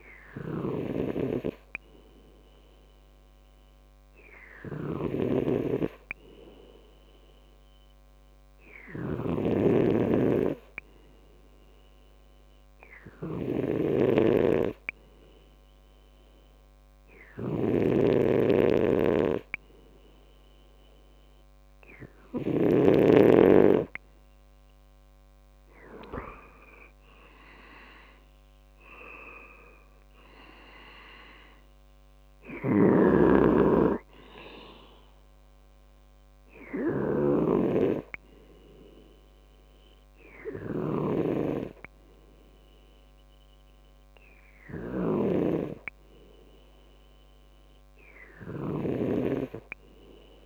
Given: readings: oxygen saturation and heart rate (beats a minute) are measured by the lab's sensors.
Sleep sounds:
breathing in sleep by a microphone on the trachea; 1
3.50-21.50 s: hypopnea (oxygen 94% before, 93% lowest, heart rate 65 before, 60 extreme, up 4 after)
24.50-28.50 s: arousal
29.00-47.00 s: oxygen desaturation (device-marked, oxygen 96% before, 93% lowest, heart rate 66 before, 60 extreme)
From the record:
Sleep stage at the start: N2 (light sleep); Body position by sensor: on the back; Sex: male

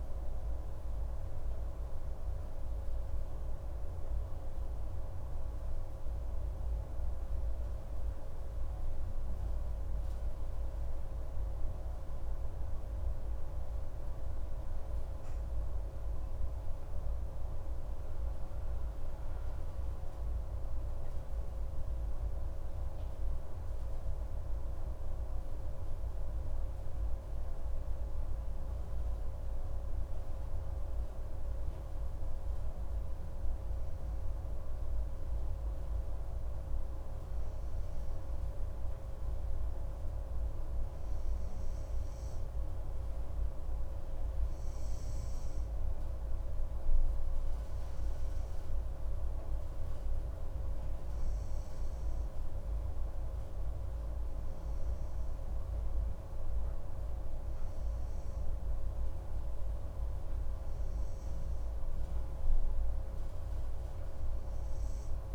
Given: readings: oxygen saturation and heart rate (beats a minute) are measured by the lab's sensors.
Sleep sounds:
breathing in sleep, hard to hear, by a room microphone; none
7.00-12.50 s: arousal
From the record:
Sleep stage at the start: N2 (light sleep); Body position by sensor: on the right side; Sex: male

